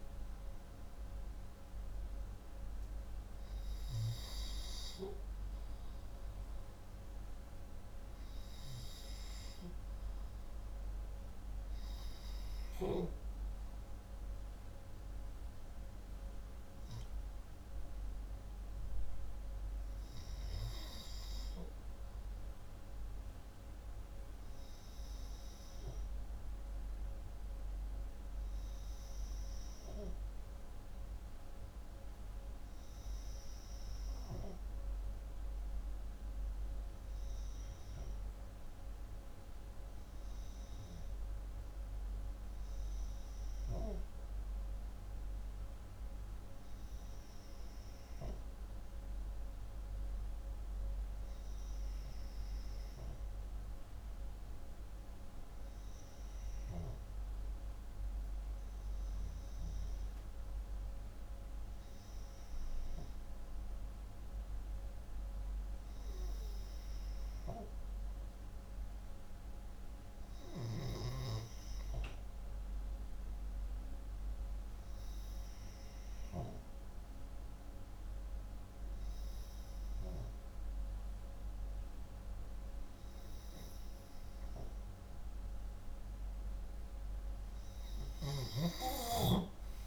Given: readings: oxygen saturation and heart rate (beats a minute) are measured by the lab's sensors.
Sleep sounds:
breathing in sleep by a room microphone; 1
6.50-21.50 s: oxygen desaturation (device-marked, oxygen 97% before, 89% lowest, heart rate 94 before, 151 extreme)
24.50-85.50 s: hypopnea (oxygen 97% before, 87% lowest)
87.50-89.86 s: snoring (device-marked)
From the record:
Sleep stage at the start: REM sleep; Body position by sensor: upright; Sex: male

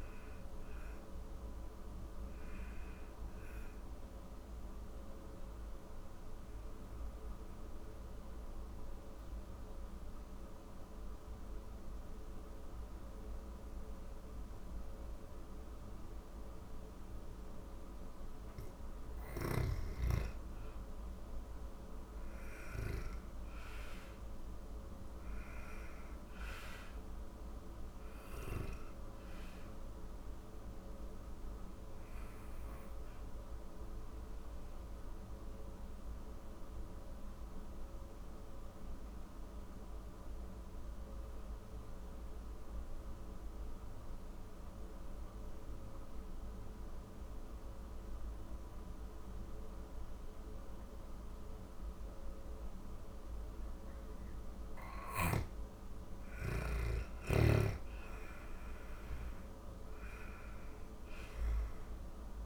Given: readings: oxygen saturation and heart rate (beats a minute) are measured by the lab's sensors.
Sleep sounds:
breathing in sleep, hard to hear, by a room microphone; 2
0.00-2.50 s: oxygen desaturation (device-marked, oxygen 93% lowest, heart rate 34 extreme)
3.50-17.00 s: obstructive apnea (oxygen 97% before, 89% lowest, heart rate 46 before, 26 extreme, up 13 after)
19.00-23.00 s: arousal
24.50-41.50 s: oxygen desaturation (device-marked, oxygen 96% before, 92% lowest, heart rate 49 before, 26 extreme)
30.00-52.00 s: obstructive apnea (oxygen 97% before, 89% lowest, heart rate 45 before, 26 extreme, up 5 after)
53.50-62.46 s: oxygen desaturation (device-marked, oxygen 97% before, 91% lowest, heart rate 48 before, 26 extreme)
54.00-59.50 s: arousal
From the record:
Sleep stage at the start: N2 (light sleep); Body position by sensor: on the back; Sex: female

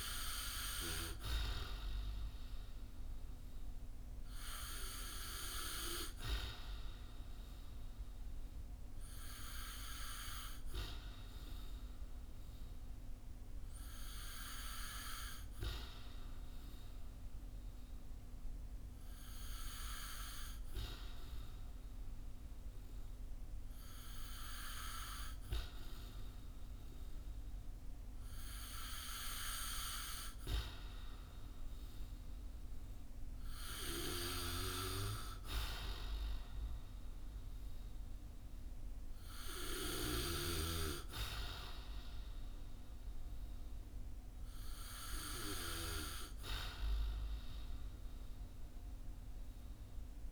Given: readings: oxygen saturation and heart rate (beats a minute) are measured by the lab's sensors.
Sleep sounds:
breathing in sleep by a room microphone; none
none scored
From the record:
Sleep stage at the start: N2 (light sleep); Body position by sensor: on the back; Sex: male

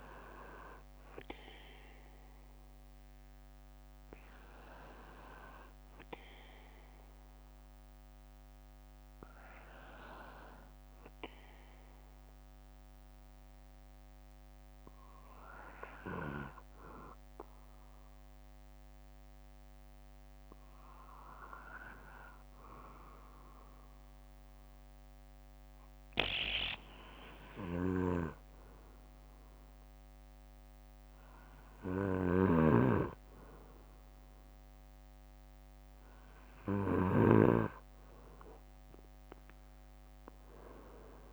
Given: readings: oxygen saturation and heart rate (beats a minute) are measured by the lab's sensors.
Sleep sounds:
breathing in sleep by a microphone on the trachea; 1
0.00-17.50 s: bradycardia (device-marked, heart rate 58 extreme)
13.00-26.50 s: hypopnea (oxygen 96% before, 94% lowest, heart rate 59 before, 57 extreme, up 4 after)
28.50-32.00 s: arousal
32.50-37.50 s: snoring (device-marked)
37.50-39.50 s: bradycardia (device-marked, heart rate 68 before, 62 extreme)
From the record:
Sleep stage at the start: N2 (light sleep); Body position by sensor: on the back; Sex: male

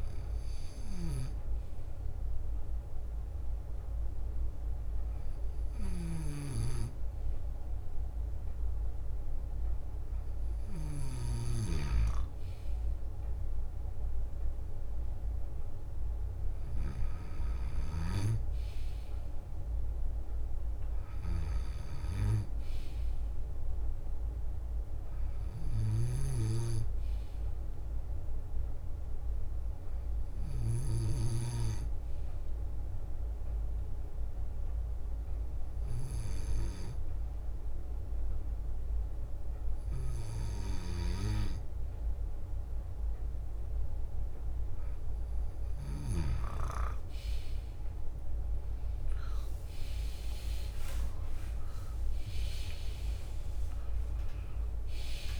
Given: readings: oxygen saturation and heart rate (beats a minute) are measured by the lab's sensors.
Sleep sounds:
breathing in sleep by a room microphone; 2
0.00-3.50 s: leg movement (device-marked)
0.00-19.00 s: bradycardia (device-marked, heart rate 56 extreme)
2.00-13.00 s: hypopnea (oxygen 97% before, 95% lowest, heart rate 61 before, 56 extreme, up 3 after)
4.00-8.00 s: leg movement (device-marked)
6.00-11.50 s: snoring (device-marked)
9.50-14.00 s: leg movement (device-marked)
10.00-26.00 s: drop in pulse transit time (device-marked, heart rate 60 before, 56 extreme)
15.00-18.50 s: arousal
20.00-45.00 s: bradycardia (device-marked, heart rate 62 before, 56 extreme)
20.50-23.00 s: leg movement (device-marked)
24.50-28.50 s: leg movement (device-marked)
25.50-31.00 s: snoring (device-marked)
32.00-45.00 s: hypopnea (oxygen 98% before, 95% lowest, heart rate 58 before, 57 extreme, up 18 after)
32.50-38.50 s: leg movement (device-marked)
47.00-51.50 s: arousal
48.50-55.40 s: leg movement (device-marked)
From the record:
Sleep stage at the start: N2 (light sleep); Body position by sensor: on the left side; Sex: male

